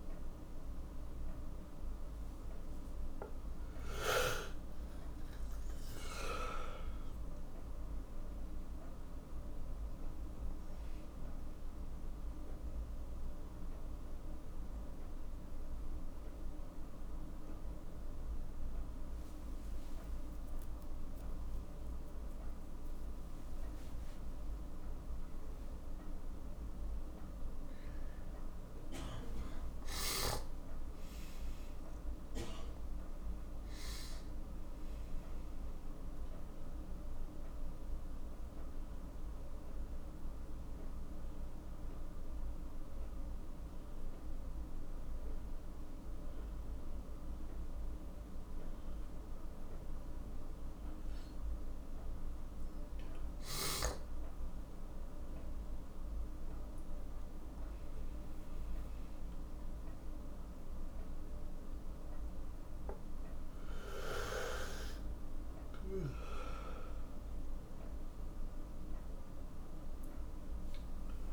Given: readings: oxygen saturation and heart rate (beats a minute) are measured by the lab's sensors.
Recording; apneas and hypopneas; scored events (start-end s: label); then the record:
a person awake in a sleep study, by a room microphone; none
14.00-71.33 s: new sleep stage, awake
39.00-45.00 s: oxygen desaturation (device-marked, oxygen 99% before, 93% lowest, heart rate 69 before, 60 extreme)
From the record:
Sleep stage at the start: N1 (lightest sleep); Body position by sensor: on the right side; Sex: male